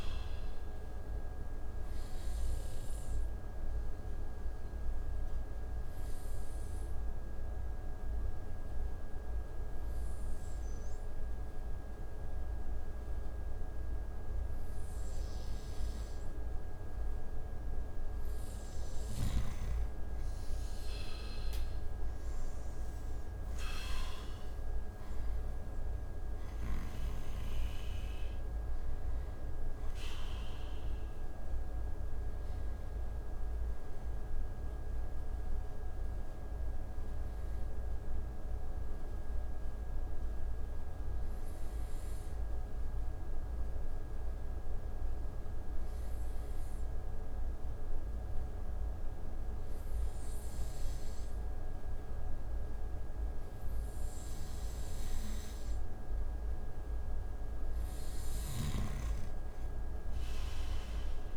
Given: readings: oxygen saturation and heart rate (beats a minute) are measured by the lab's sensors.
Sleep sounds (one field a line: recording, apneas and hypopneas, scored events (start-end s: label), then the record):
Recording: breathing in sleep, hard to hear, by a room microphone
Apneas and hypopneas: 2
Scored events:
0.50-16.50 s: obstructive apnea (oxygen 97% before, 89% lowest)
2.00-15.00 s: oxygen desaturation (device-marked, oxygen 96% before, 90% lowest)
19.50-23.50 s: arousal
26.00-46.00 s: oxygen desaturation (device-marked, oxygen 96% before, 89% lowest)
35.50-56.50 s: obstructive apnea (oxygen 96% before, 89% lowest)
57.00-61.37 s: oxygen desaturation (device-marked, oxygen 96% before, 89% lowest)
57.50-61.37 s: snoring (device-marked)
From the record:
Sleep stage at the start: N2 (light sleep)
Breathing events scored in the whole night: 562 in 5.9 hours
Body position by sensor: on the right side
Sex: male